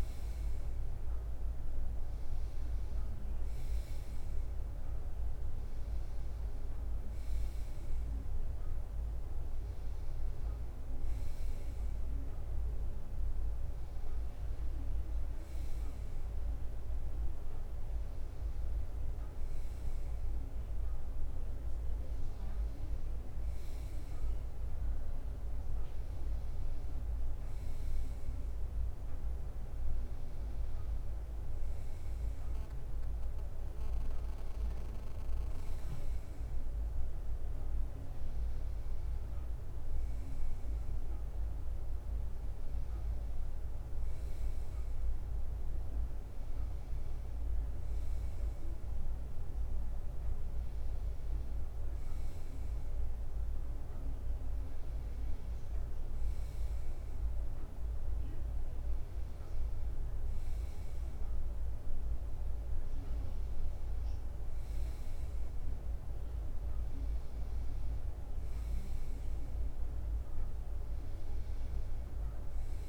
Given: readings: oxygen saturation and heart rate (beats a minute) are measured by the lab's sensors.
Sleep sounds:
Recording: breathing in sleep, hard to hear, by a room microphone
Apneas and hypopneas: none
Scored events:
none scored
From the record:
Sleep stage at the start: N1 (lightest sleep)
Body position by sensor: on the right side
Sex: male

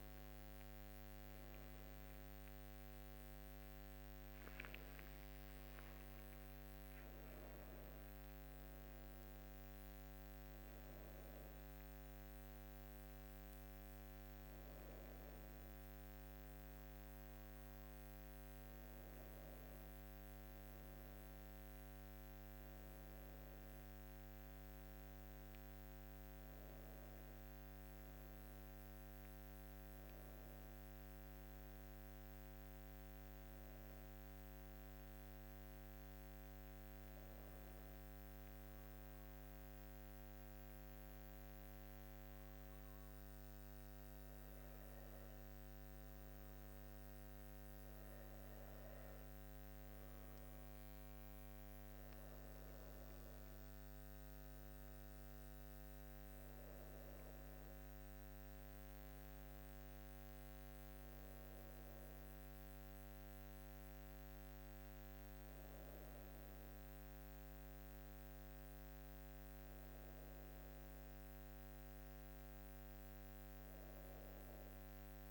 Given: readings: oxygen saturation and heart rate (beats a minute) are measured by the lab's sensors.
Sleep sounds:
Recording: a person partly awake in a sleep study, hard to hear, by a microphone on the trachea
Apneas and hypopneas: 1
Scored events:
35.00-75.31 s: new sleep stage, N1 (lightest sleep)
39.50-52.50 s: obstructive apnea (oxygen 100% before, 97% lowest, heart rate 66 before, 64 extreme, up 10 after)
54.00-59.00 s: arousal
From the record:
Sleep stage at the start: awake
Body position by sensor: on the back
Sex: female

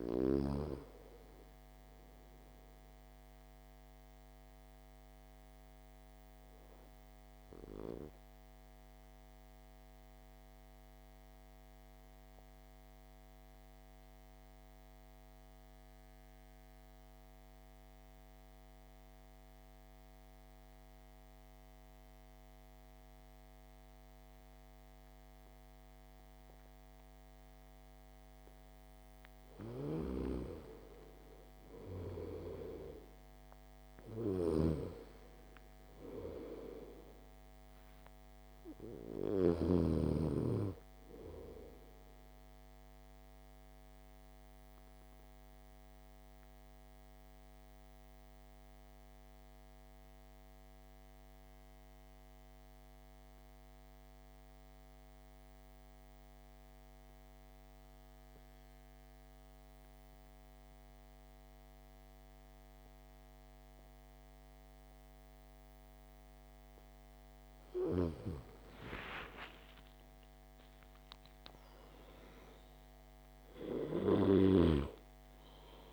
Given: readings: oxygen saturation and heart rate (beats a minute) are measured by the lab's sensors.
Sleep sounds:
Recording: breathing in sleep by a microphone on the trachea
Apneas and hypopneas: 2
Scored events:
0.00-23.50 s: oxygen desaturation (device-marked, oxygen 86% lowest, heart rate 52 extreme)
4.50-28.00 s: obstructive apnea (oxygen 99% before, 85% lowest, heart rate 63 before, 52 extreme, up 3 after)
30.50-34.50 s: arousal
35.50-62.50 s: oxygen desaturation (device-marked, oxygen 99% before, 85% lowest, heart rate 56 before, 52 extreme)
43.00-67.50 s: mixed apnea (oxygen 99% before, 85% lowest, heart rate 57 before, 51 extreme, up 11 after)
68.50-72.50 s: arousal
From the record:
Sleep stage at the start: N2 (light sleep)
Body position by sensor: on the back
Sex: male

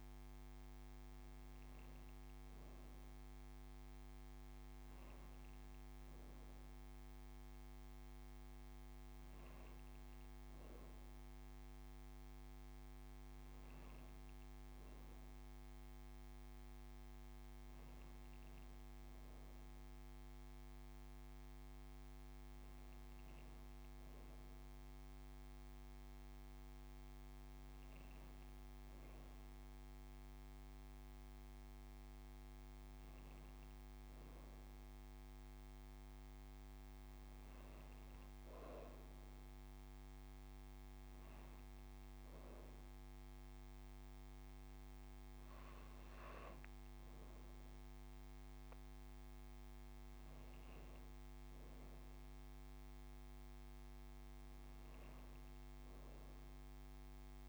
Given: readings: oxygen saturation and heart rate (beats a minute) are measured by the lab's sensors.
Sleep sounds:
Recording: breathing in sleep, hard to hear, by a microphone on the trachea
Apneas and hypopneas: none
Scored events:
0.00-1.50 s: long interval between heartbeats (device-marked)
2.00-4.00 s: long interval between heartbeats (device-marked, heart rate 156 before, 136 extreme)
5.50-7.50 s: long interval between heartbeats (device-marked, heart rate 150 before, 88 extreme)
55.50-57.49 s: long interval between heartbeats (device-marked)
From the record:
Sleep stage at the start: N2 (light sleep)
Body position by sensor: on the right side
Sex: female

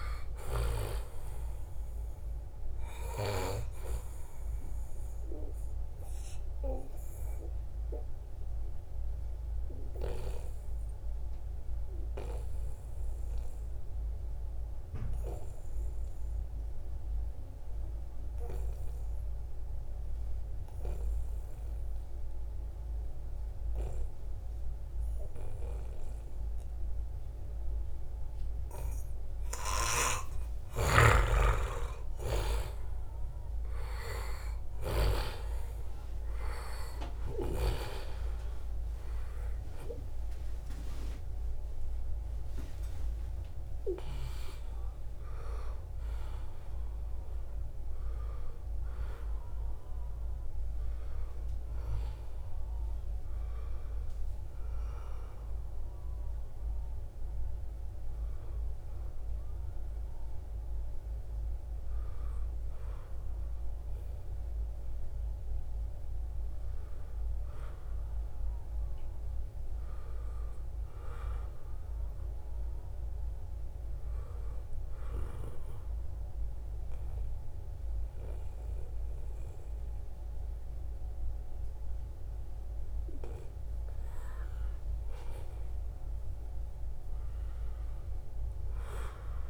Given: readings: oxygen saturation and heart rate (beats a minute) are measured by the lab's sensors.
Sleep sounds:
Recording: breathing in sleep by a room microphone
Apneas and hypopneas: 2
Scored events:
0.00-12.00 s: oxygen desaturation (device-marked, oxygen 90% lowest, heart rate 73 extreme)
6.00-30.50 s: obstructive apnea (oxygen 95% before, 89% lowest, heart rate 78 before, 73 extreme, up 14 after)
30.50-35.00 s: snoring (device-marked)
32.00-35.50 s: arousal
32.00-58.00 s: oxygen desaturation (device-marked, oxygen 96% before, 89% lowest, heart rate 76 before, 80 extreme)
35.50-37.50 s: long interval between heartbeats (device-marked, heart rate 75 before, 83 extreme)
44.00-89.50 s: new sleep stage, N1 (lightest sleep)
44.50-46.50 s: long interval between heartbeats (device-marked, heart rate 80 before, 93 extreme)
74.50-84.50 s: obstructive apnea (oxygen 97% before, 93% lowest, heart rate 85 before, 75 extreme, up 1 after)
86.50-89.50 s: arousal
From the record:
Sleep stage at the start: N2 (light sleep)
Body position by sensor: on the back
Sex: male

